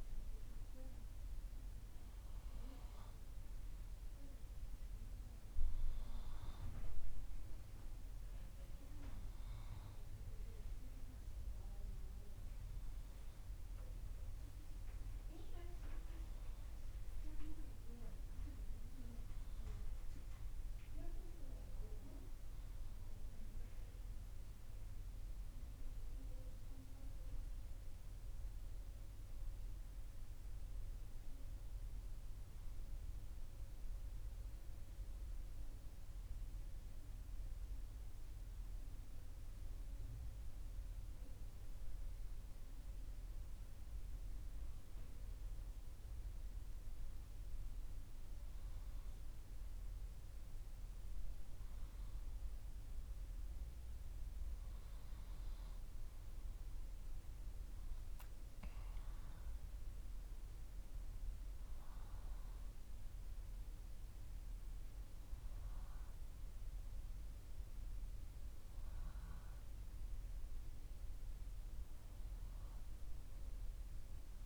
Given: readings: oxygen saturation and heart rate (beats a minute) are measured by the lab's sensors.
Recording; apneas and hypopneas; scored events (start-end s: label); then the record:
breathing in sleep, hard to hear, by a room microphone; none
none scored
From the record:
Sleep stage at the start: N2 (light sleep); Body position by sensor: on the left side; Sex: male